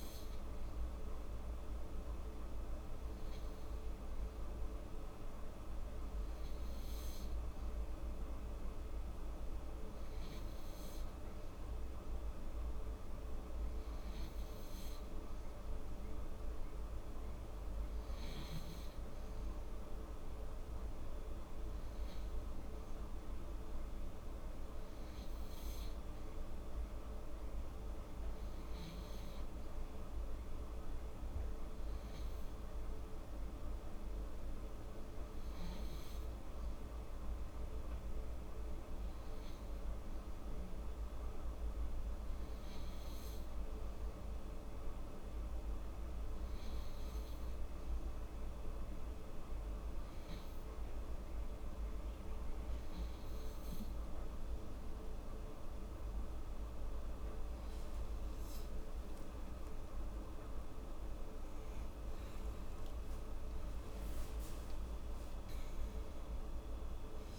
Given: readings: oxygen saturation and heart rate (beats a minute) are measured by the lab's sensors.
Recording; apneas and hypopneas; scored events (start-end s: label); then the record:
breathing in sleep, hard to hear, by a room microphone; none
59.00-64.50 s: arousal
From the record:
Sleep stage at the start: N3 (deep sleep); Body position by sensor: on the back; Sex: female